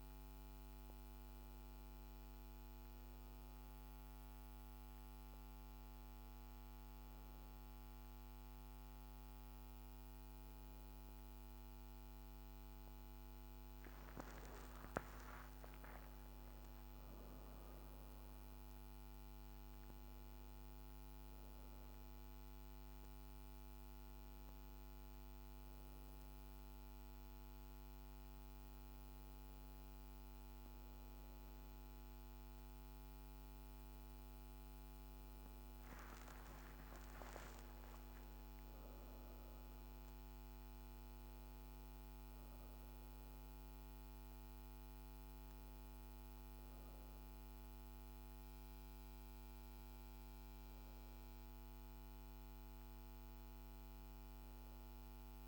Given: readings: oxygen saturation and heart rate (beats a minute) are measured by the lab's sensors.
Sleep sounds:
breathing in sleep, hard to hear, by a microphone on the trachea; none
35.00-40.50 s: arousal
From the record:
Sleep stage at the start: N1 (lightest sleep); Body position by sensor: on the back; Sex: female

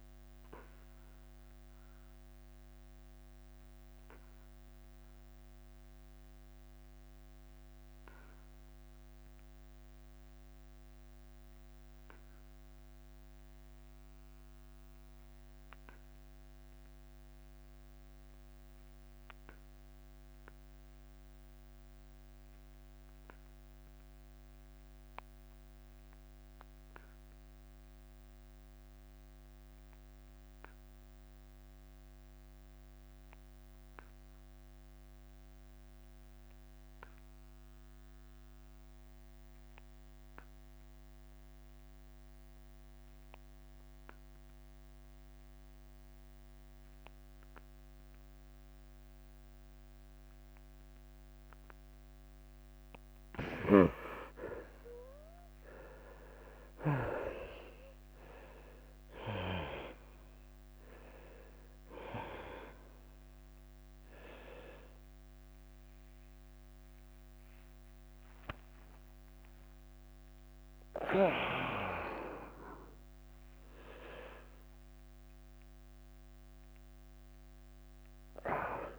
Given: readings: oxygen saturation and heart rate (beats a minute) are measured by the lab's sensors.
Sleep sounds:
breathing in sleep by a microphone on the trachea; 1
0.50-52.50 s: obstructive apnea (oxygen 98% before, 67% lowest, heart rate 89 before, 78 extreme, up 12 after)
10.00-20.00 s: oxygen desaturation (device-marked, oxygen 96% before, 86% lowest, heart rate 90 before, 78 extreme)
54.50-58.00 s: snoring (device-marked)
57.00-74.00 s: drop in pulse transit time (device-marked, heart rate 83 before, 90 extreme)
60.00-78.99 s: new sleep stage, awake
72.00-78.00 s: tachycardia (device-marked, heart rate 88 before, 103 extreme)
From the record:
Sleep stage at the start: N2 (light sleep); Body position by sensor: on the back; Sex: male

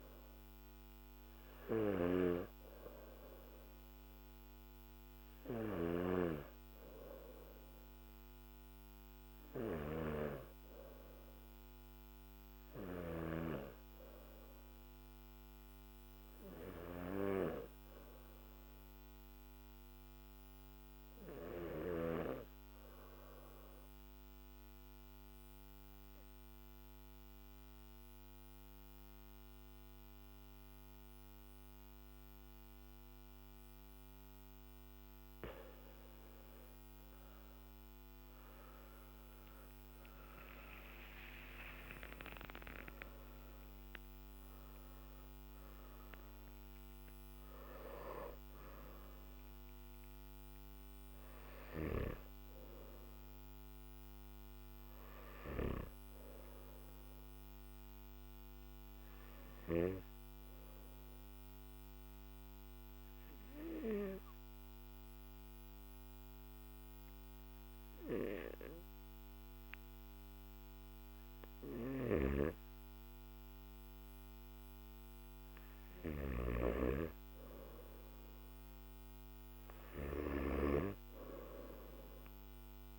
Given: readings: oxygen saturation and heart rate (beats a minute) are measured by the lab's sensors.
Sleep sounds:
breathing in sleep by a microphone on the trachea; 2
0.00-12.50 s: snoring (device-marked)
18.50-33.00 s: obstructive apnea (oxygen 96% before, 94% lowest, heart rate 54 before, 48 extreme, up 8 after)
59.00-73.00 s: obstructive apnea (oxygen 96% before, 94% lowest, heart rate 52 before, 49 extreme, up 3 after)
81.00-82.99 s: oxygen desaturation (device-marked, oxygen 98% before, 95% lowest, heart rate 54 before, 48 extreme)
From the record:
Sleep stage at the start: N1 (lightest sleep); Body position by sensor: on the back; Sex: male

